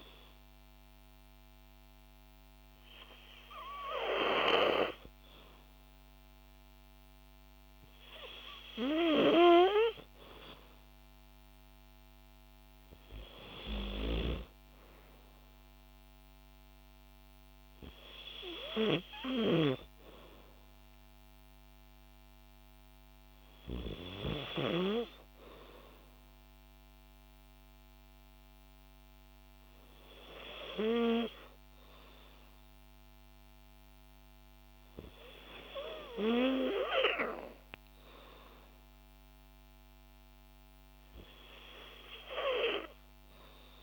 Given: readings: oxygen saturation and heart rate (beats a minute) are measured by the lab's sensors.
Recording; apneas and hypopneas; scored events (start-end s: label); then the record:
breathing in sleep by a microphone on the trachea; none
none scored
From the record:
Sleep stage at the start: N2 (light sleep); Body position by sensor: on the back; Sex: female